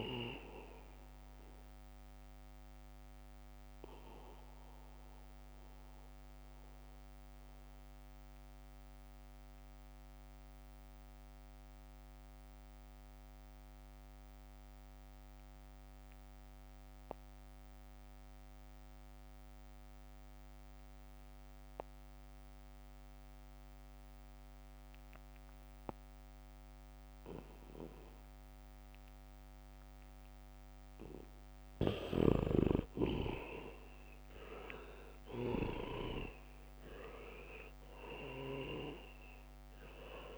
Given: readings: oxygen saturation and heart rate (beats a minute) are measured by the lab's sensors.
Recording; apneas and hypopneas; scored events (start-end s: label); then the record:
breathing in sleep by a microphone on the trachea; 1
0.00-21.50 s: oxygen desaturation (device-marked, oxygen 80% lowest, heart rate 66 extreme)
4.50-30.50 s: mixed apnea (oxygen 98% before, 75% lowest, heart rate 71 before, 66 extreme, up 1 after)
29.50-40.38 s: oxygen desaturation (device-marked, oxygen 98% before, 75% lowest, heart rate 70 before, 62 extreme)
30.00-31.00 s: leg movement (device-marked)
32.00-39.00 s: leg movement (device-marked)
33.50-37.50 s: arousal
From the record:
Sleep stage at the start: N2 (light sleep); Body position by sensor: on the back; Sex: male